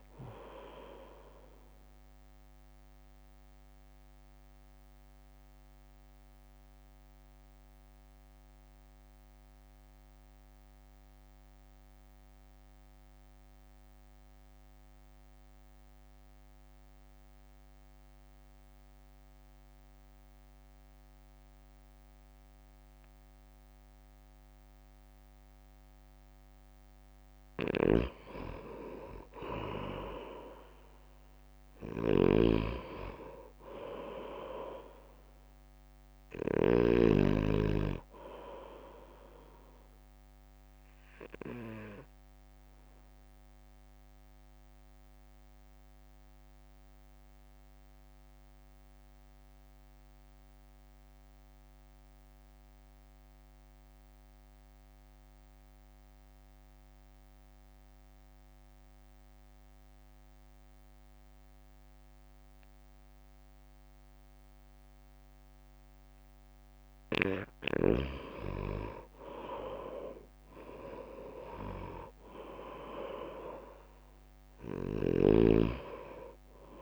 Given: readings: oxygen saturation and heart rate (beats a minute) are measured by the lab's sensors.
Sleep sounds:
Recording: breathing in sleep by a microphone on the trachea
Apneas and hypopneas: 2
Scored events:
0.00-5.50 s: drop in pulse transit time (device-marked, heart rate 48 extreme)
4.00-28.50 s: mixed apnea (oxygen 98% before, 91% lowest, heart rate 56 before, 49 extreme, up 2 after)
18.50-24.50 s: oxygen desaturation (device-marked, oxygen 96% before, 91% lowest, heart rate 54 before, 49 extreme)
27.50-37.00 s: snoring (device-marked)
30.50-35.50 s: arousal
32.50-40.50 s: oxygen desaturation (device-marked, oxygen 96% before, 92% lowest, heart rate 58 before, 51 extreme)
33.50-48.50 s: drop in pulse transit time (device-marked, heart rate 58 before, 49 extreme)
42.00-66.00 s: mixed apnea (oxygen 96% before, 90% lowest, heart rate 56 before, 48 extreme, up 0 after)
69.50-76.82 s: oxygen desaturation (device-marked, oxygen 97% before, 91% lowest, heart rate 58 before, 48 extreme)
72.00-75.50 s: arousal
73.50-76.82 s: drop in pulse transit time (device-marked, heart rate 59 before, 48 extreme)
From the record:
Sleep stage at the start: N2 (light sleep)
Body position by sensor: on the right side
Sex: male

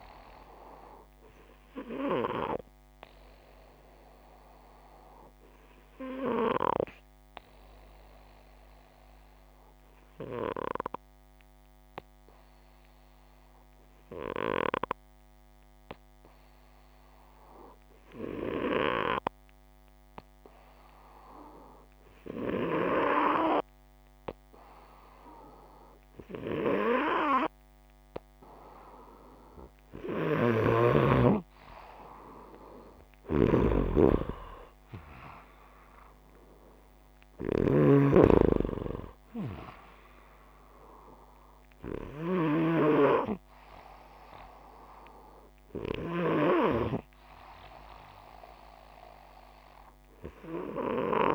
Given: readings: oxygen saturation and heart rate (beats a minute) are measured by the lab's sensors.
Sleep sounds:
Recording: breathing in sleep by a microphone on the trachea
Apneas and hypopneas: 1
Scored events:
1.00-25.50 s: hypopnea (oxygen 97% before, 93% lowest, heart rate 61 before, 59 extreme, up 1 after)
33.50-38.00 s: arousal
36.50-42.00 s: snoring (device-marked)
From the record:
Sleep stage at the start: N2 (light sleep)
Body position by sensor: upright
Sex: male

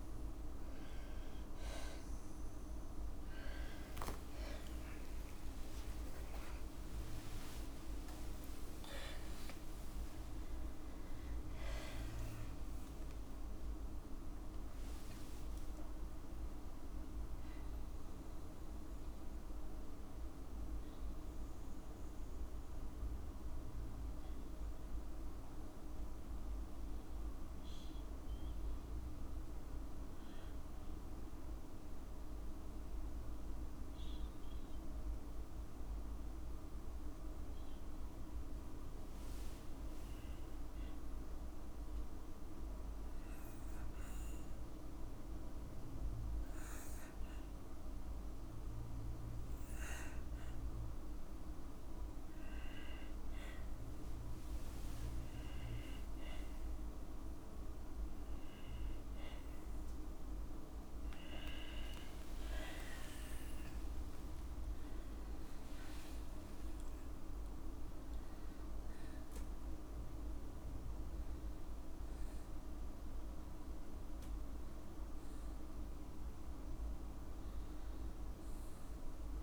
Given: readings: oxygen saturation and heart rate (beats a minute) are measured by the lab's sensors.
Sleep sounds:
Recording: breathing in sleep, hard to hear, by a room microphone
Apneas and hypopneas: 1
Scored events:
3.50-8.50 s: arousal
4.50-6.50 s: long interval between heartbeats (device-marked, heart rate 61 before, 71 extreme)
7.50-9.50 s: long interval between heartbeats (device-marked, heart rate 63 before, 86 extreme)
30.50-43.50 s: oxygen desaturation (device-marked, oxygen 97% before, 94% lowest, heart rate 63 before, 51 extreme)
39.50-61.00 s: obstructive apnea (oxygen 98% before, 95% lowest, heart rate 54 before, 54 extreme, up 25 after)
62.50-64.50 s: long interval between heartbeats (device-marked, heart rate 56 before, 78 extreme)
63.50-68.50 s: arousal
From the record:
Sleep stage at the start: N2 (light sleep)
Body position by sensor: on the back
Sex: female

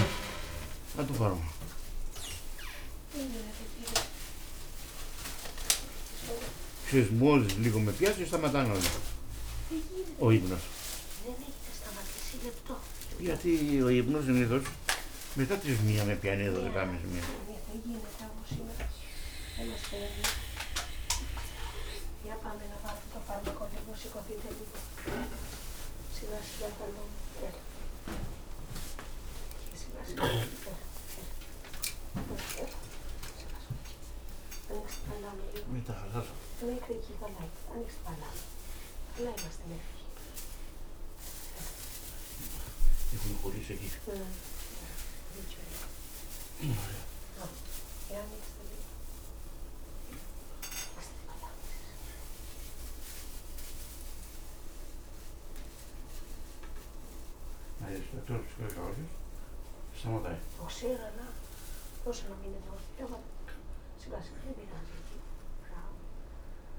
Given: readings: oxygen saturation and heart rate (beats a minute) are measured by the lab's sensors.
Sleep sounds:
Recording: a person awake in a sleep study, by a room microphone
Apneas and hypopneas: none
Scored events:
0.00-13.50 s: snoring (device-marked)
0.00-15.50 s: oxygen desaturation (device-marked, oxygen 86% lowest, heart rate 68 extreme)
30.00-36.00 s: snoring (device-marked)
42.50-56.50 s: oxygen desaturation (device-marked, oxygen 92% before, 83% lowest)
From the record:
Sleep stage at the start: awake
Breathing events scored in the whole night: 607 in 6.2 hours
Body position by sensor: on the back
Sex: male

